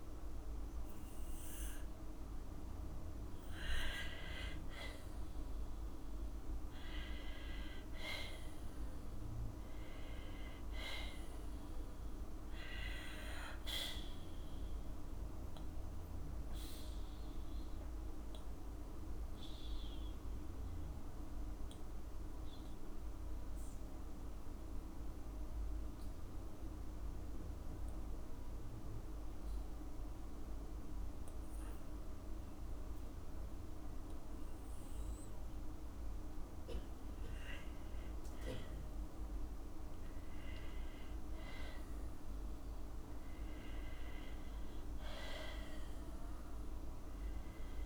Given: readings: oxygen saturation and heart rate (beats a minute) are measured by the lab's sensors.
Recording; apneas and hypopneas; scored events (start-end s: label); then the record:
breathing in sleep, hard to hear, by a room microphone; none
0.00-3.50 s: arousal
7.50-9.50 s: long interval between heartbeats (device-marked, heart rate 55 before, 67 extreme)
10.00-12.00 s: long interval between heartbeats (device-marked, heart rate 57 before, 75 extreme)
30.50-42.50 s: oxygen desaturation (device-marked, oxygen 96% before, 92% lowest, heart rate 63 before, 56 extreme)
43.50-45.50 s: long interval between heartbeats (device-marked, heart rate 57 before, 68 extreme)
46.00-47.86 s: arousal
From the record:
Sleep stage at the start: N2 (light sleep); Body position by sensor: on the back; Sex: female